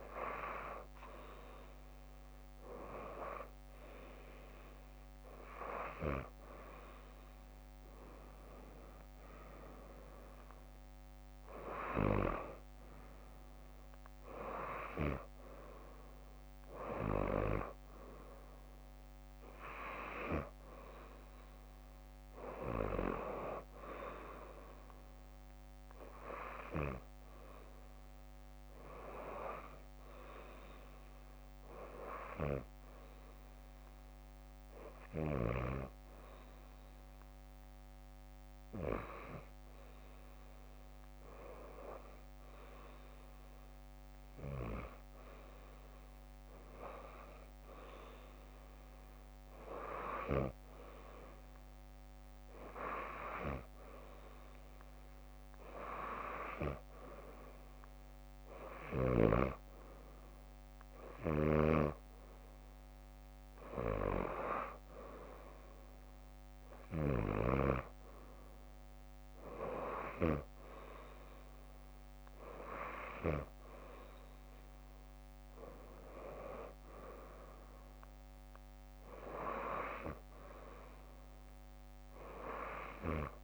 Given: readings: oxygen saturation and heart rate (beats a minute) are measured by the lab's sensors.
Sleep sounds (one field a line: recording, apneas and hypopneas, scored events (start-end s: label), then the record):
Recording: breathing in sleep by a microphone on the trachea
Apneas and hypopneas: none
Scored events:
7.50-17.50 s: leg movement (device-marked)
11.00-21.00 s: drop in pulse transit time (device-marked, heart rate 65 before, 64 extreme)
16.00-20.50 s: arousal
41.00-54.00 s: bradycardia (device-marked, heart rate 63 before, 56 extreme)
60.00-62.00 s: bradycardia (device-marked, heart rate 63 before, 60 extreme)
61.00-67.50 s: snoring (device-marked)
70.00-72.00 s: bradycardia (device-marked, heart rate 63 before, 63 extreme)
72.00-83.43 s: new sleep stage, N2 (light sleep)
From the record:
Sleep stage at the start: REM sleep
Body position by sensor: on the back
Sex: female